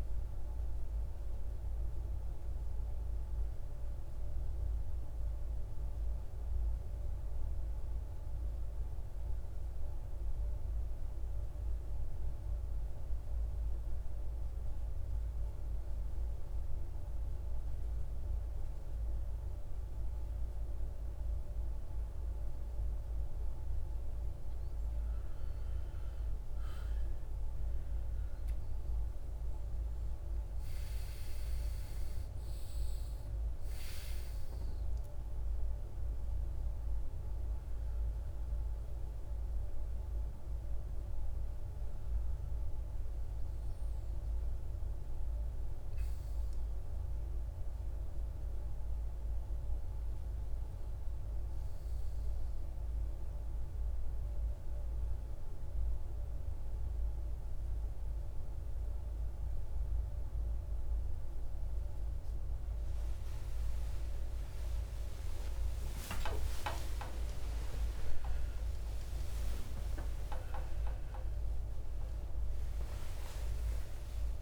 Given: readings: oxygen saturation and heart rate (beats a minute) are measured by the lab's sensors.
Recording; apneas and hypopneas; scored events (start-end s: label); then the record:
a person awake in a sleep study, hard to hear, by a room microphone; 1
0.00-1.00 s: arousal
0.00-7.00 s: oxygen desaturation (device-marked, oxygen 91% lowest, heart rate 52 extreme)
4.00-23.50 s: mixed apnea (oxygen 96% before, 87% lowest, heart rate 63 before, 52 extreme, up 17 after)
25.50-29.00 s: arousal
28.00-52.00 s: oxygen desaturation (device-marked, oxygen 97% before, 87% lowest, heart rate 55 before, 56 extreme)
30.00-74.42 s: new sleep stage, awake
From the record:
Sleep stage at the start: N2 (light sleep); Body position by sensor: on the back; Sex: male